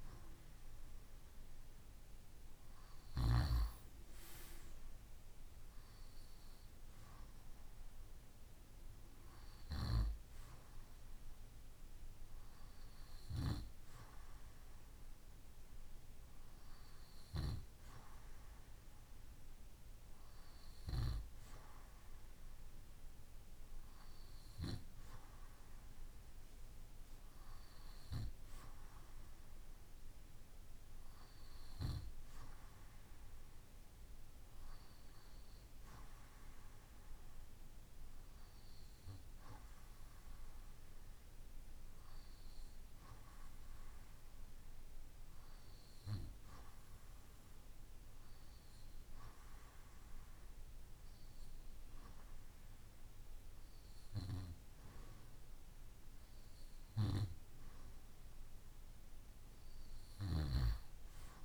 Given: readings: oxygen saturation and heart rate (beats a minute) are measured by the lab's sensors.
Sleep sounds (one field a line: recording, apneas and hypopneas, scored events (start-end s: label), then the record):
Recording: breathing in sleep by a room microphone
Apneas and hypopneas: none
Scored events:
none scored
From the record:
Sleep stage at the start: REM sleep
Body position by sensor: on the right side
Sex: male